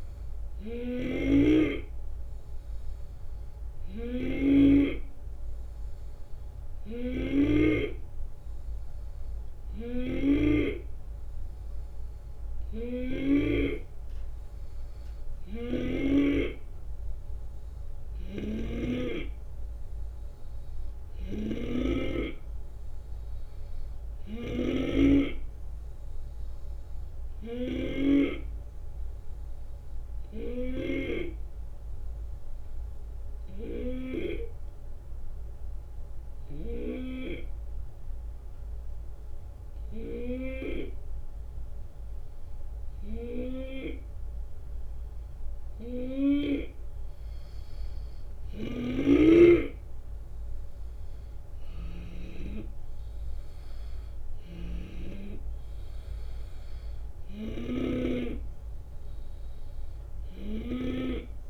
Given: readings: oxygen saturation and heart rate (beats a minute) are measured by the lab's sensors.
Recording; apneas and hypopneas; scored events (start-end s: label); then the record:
breathing in sleep by a room microphone; 1
0.00-7.50 s: snoring (device-marked)
9.50-13.50 s: snoring (device-marked)
18.00-31.00 s: snoring (device-marked)
22.50-25.00 s: arousal
27.50-44.00 s: hypopnea (oxygen 94% before, 89% lowest, heart rate 76 before, 70 extreme, up 10 after)
46.00-49.50 s: arousal
48.50-61.00 s: snoring (device-marked)
50.50-61.50 s: drop in pulse transit time (device-marked, heart rate 71 before, 78 extreme)
From the record:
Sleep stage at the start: N2 (light sleep); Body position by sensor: on the left side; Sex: male